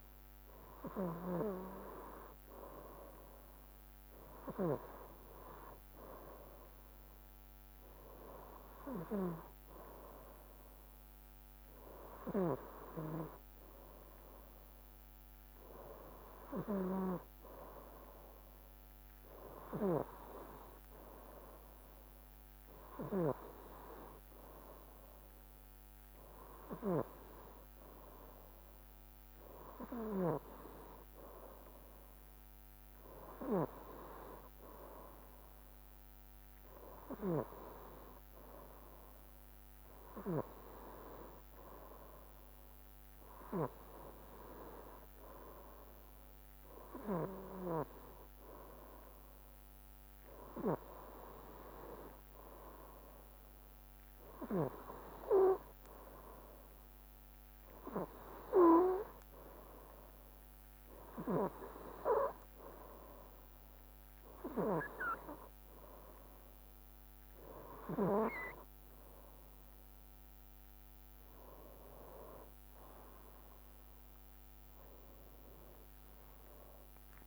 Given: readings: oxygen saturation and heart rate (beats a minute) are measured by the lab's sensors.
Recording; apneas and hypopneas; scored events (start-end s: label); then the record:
breathing in sleep by a microphone on the trachea; none
69.00-74.00 s: arousal
From the record:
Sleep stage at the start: N2 (light sleep); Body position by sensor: on the right side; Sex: male